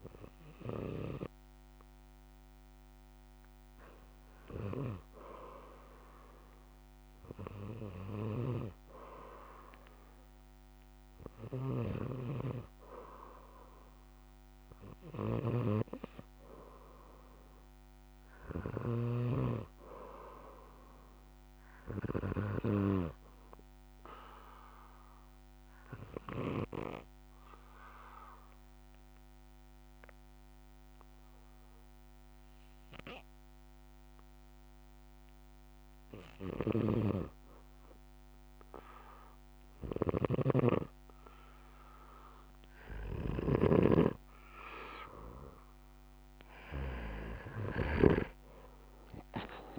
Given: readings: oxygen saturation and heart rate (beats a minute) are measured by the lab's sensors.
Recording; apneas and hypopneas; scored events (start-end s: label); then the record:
breathing in sleep by a microphone on the trachea; 1
11.50-19.50 s: snoring (device-marked)
14.00-17.50 s: arousal
23.50-37.00 s: obstructive apnea (oxygen 96% before, 91% lowest, heart rate 65 before, 61 extreme, up 0 after)
36.50-44.00 s: snoring (device-marked)
39.50-42.50 s: arousal
From the record:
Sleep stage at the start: N2 (light sleep); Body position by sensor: on the back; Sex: male